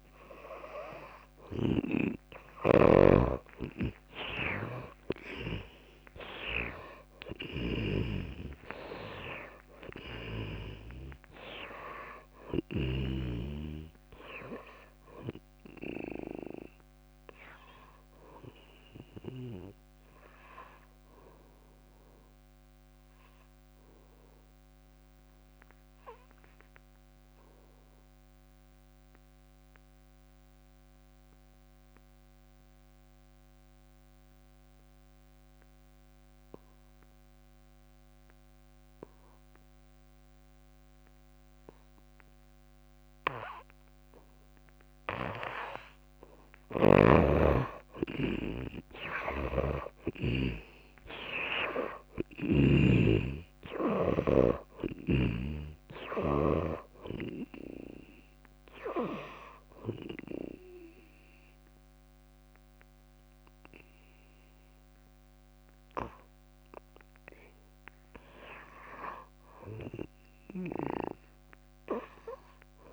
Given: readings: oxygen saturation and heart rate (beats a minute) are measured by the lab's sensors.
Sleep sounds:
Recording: breathing in sleep by a microphone on the trachea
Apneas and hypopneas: 1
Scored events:
0.00-13.00 s: snoring (device-marked)
0.00-25.00 s: oxygen desaturation (device-marked, oxygen 97% before, 89% lowest, heart rate 63 before, 54 extreme)
3.50-5.50 s: long interval between heartbeats (device-marked, heart rate 63 before, 74 extreme)
4.50-9.50 s: arousal
11.00-13.00 s: long interval between heartbeats (device-marked, heart rate 68 before, 82 extreme)
24.00-44.50 s: obstructive apnea (oxygen 97% before, 80% lowest, heart rate 72 before, 55 extreme, up 26 after)
26.00-36.00 s: drop in pulse transit time (device-marked, heart rate 70 before, 63 extreme)
26.50-28.50 s: long interval between heartbeats (device-marked, heart rate 70 before, 67 extreme)
34.00-71.00 s: oxygen desaturation (device-marked, oxygen 100% before, 80% lowest, heart rate 65 before, 55 extreme)
46.50-48.50 s: long interval between heartbeats (device-marked, heart rate 65 before, 81 extreme)
47.00-51.50 s: arousal
49.00-53.00 s: snoring (device-marked)
From the record:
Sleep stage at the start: N2 (light sleep)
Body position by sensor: on the back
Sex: female

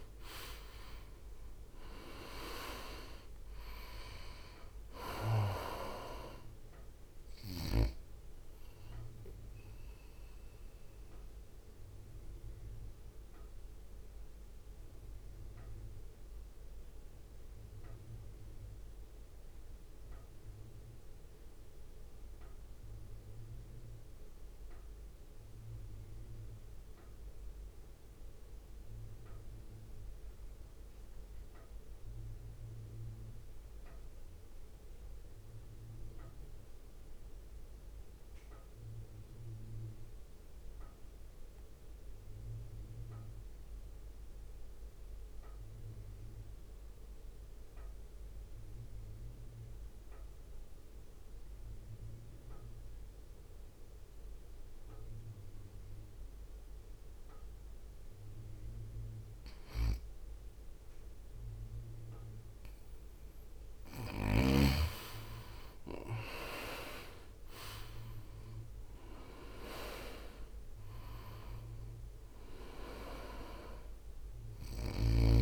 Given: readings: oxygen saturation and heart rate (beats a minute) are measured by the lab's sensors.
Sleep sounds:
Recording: breathing in sleep by a room microphone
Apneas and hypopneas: 1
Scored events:
0.00-2.50 s: arousal
0.00-14.00 s: drop in pulse transit time (device-marked, heart rate 57 before, 52 extreme)
2.00-34.00 s: oxygen desaturation (device-marked, oxygen 95% before, 83% lowest, heart rate 56 before, 51 extreme)
8.50-62.50 s: mixed apnea (oxygen 99% before, 79% lowest, heart rate 56 before, 48 extreme, up 13 after)
44.00-75.42 s: oxygen desaturation (device-marked, oxygen 99% before, 79% lowest, heart rate 63 before, 48 extreme)
56.00-60.00 s: drop in pulse transit time (device-marked, heart rate 58 before, 52 extreme)
66.50-69.50 s: arousal
67.00-75.42 s: drop in pulse transit time (device-marked, heart rate 53 before, 55 extreme)
From the record:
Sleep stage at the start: N2 (light sleep)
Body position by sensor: on the right side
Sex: male

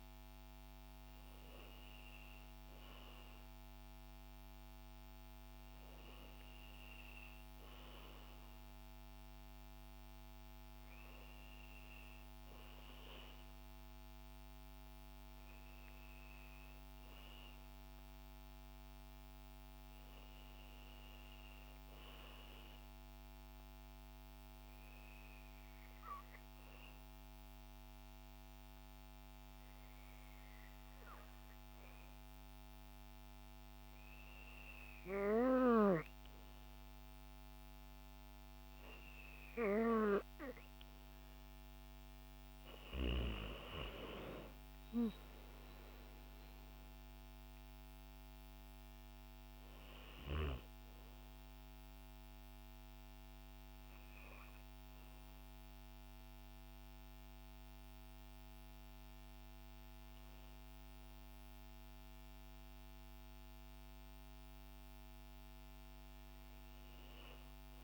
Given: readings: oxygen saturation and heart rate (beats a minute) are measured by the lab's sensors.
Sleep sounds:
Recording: breathing in sleep by a microphone on the trachea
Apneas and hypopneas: 1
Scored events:
12.00-16.50 s: arousal
22.50-33.50 s: hypopnea (oxygen 95% before, 91% lowest, heart rate 57 before, 55 extreme, up 1 after)
41.00-45.00 s: arousal
From the record:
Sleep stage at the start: N2 (light sleep)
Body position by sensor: on the back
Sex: female

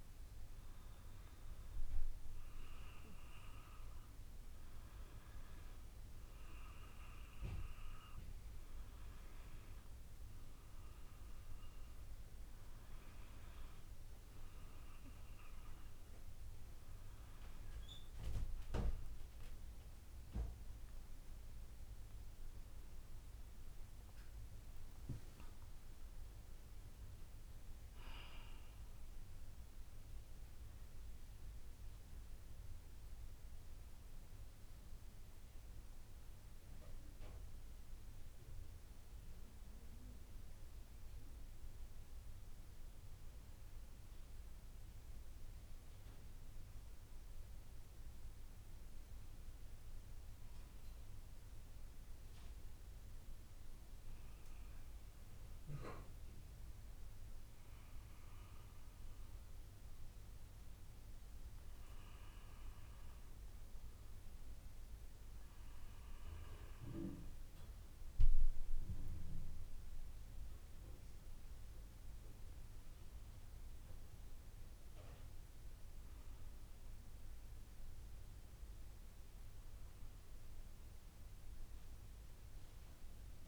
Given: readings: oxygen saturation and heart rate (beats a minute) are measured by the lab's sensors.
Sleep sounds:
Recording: breathing in sleep, hard to hear, by a room microphone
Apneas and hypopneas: none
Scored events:
31.00-83.47 s: new sleep stage, REM sleep
From the record:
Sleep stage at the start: N2 (light sleep)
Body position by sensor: on the back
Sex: female

